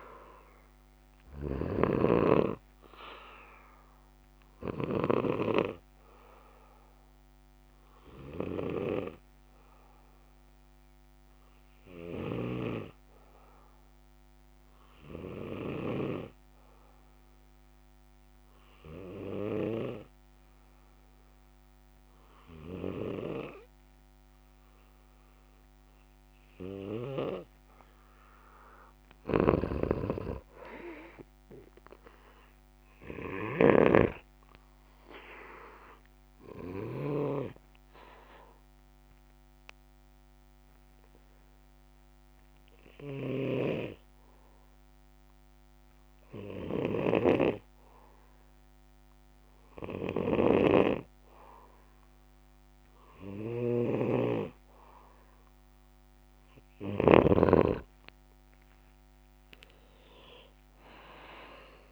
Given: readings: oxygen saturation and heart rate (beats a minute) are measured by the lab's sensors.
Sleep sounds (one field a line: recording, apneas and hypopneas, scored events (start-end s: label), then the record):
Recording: breathing in sleep by a microphone on the trachea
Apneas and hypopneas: 2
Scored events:
0.00-2.00 s: snoring (device-marked)
0.00-14.00 s: oxygen desaturation (device-marked, oxygen 91% lowest, heart rate 59 extreme)
4.00-28.00 s: obstructive apnea (oxygen 97% before, 89% lowest, heart rate 68 before, 61 extreme, up 6 after)
28.00-51.00 s: oxygen desaturation (device-marked, oxygen 96% before, 90% lowest, heart rate 65 before, 64 extreme)
29.50-34.00 s: snoring (device-marked)
30.50-34.00 s: arousal
37.00-56.00 s: obstructive apnea (oxygen 97% before, 89% lowest, heart rate 69 before, 63 extreme, up 6 after)
47.00-57.50 s: snoring (device-marked)
57.00-61.91 s: oxygen desaturation (device-marked, oxygen 95% before, 89% lowest, heart rate 68 before, 63 extreme)
59.00-61.91 s: arousal
From the record:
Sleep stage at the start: N2 (light sleep)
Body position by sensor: on the back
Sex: male